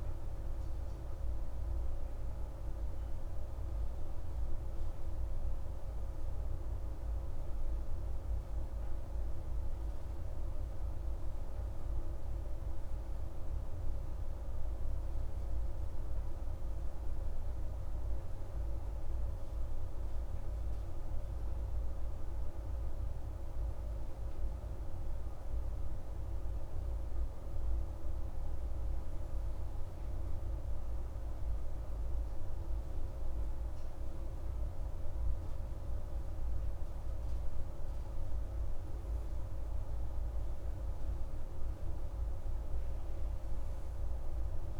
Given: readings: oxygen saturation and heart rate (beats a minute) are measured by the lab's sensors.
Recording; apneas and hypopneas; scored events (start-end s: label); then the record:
breathing in sleep, hard to hear, by a room microphone; none
none scored
From the record:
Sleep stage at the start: N3 (deep sleep); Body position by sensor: on the right side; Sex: female